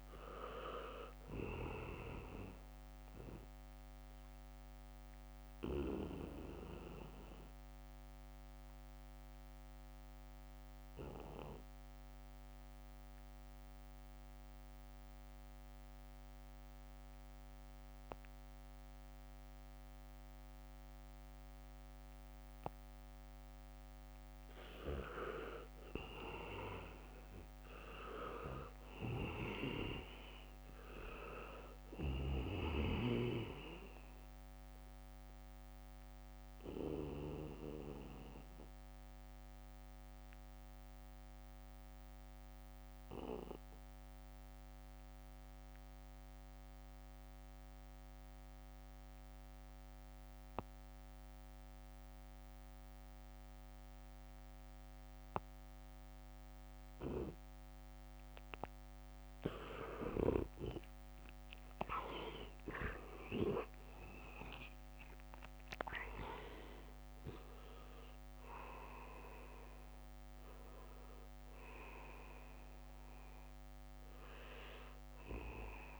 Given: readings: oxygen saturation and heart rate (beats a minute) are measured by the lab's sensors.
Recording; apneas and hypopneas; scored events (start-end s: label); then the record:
breathing in sleep by a microphone on the trachea; 2
0.00-20.50 s: oxygen desaturation (device-marked, oxygen 83% lowest, heart rate 67 extreme)
5.00-25.50 s: obstructive apnea (oxygen 99% before, 81% lowest, heart rate 70 before, 67 extreme)
26.50-48.50 s: oxygen desaturation (device-marked, oxygen 98% before, 85% lowest, heart rate 75 before, 67 extreme)
27.50-31.00 s: arousal
37.50-61.00 s: obstructive apnea (oxygen 98% before, 81% lowest, heart rate 72 before, 70 extreme, up 4 after)
55.50-76.00 s: oxygen desaturation (device-marked, oxygen 98% before, 81% lowest, heart rate 72 before, 65 extreme)
62.50-67.50 s: arousal
From the record:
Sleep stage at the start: N2 (light sleep); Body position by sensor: on the back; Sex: male